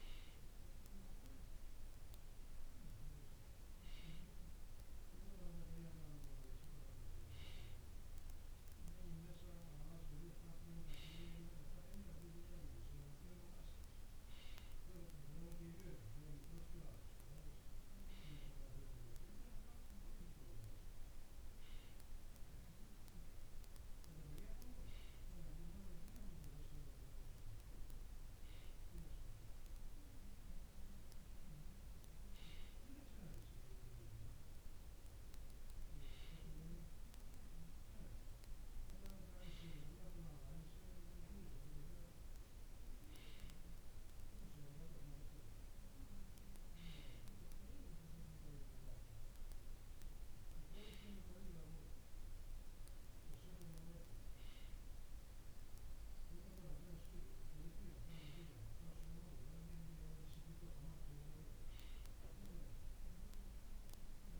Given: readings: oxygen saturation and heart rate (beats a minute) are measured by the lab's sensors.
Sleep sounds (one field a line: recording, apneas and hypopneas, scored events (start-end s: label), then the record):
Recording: breathing in sleep, hard to hear, by a room microphone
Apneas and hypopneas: none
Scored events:
none scored
From the record:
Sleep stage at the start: N2 (light sleep)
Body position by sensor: on the right side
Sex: male